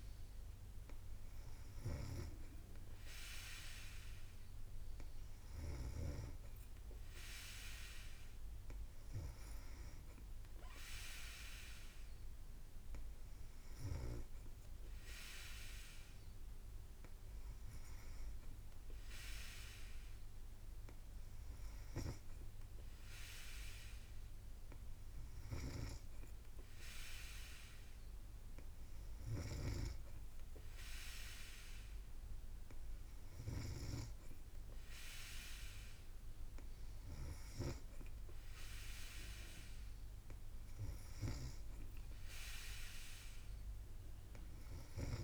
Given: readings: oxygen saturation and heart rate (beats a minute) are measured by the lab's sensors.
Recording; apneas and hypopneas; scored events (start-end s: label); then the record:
breathing in sleep by a room microphone; none
none scored
From the record:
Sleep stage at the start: N3 (deep sleep); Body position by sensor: on the back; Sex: female